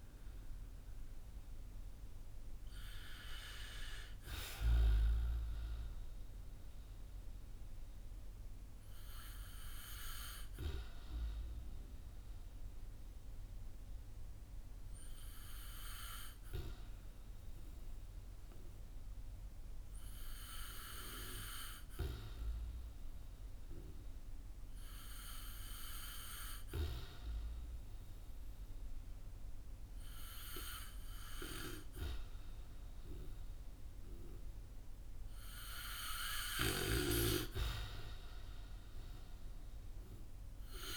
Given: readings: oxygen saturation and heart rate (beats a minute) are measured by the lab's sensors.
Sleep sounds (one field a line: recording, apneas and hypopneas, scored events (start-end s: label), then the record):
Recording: breathing in sleep by a room microphone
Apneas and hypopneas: 1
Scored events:
0.00-26.00 s: oxygen desaturation (device-marked, oxygen 89% lowest, heart rate 51 extreme)
6.50-34.00 s: hypopnea (oxygen 94% before, 89% lowest, heart rate 61 before, 54 extreme, up 6 after)
25.00-40.97 s: new sleep stage, N2 (light sleep)
36.00-40.97 s: arousal
From the record:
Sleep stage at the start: REM sleep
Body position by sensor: on the back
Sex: male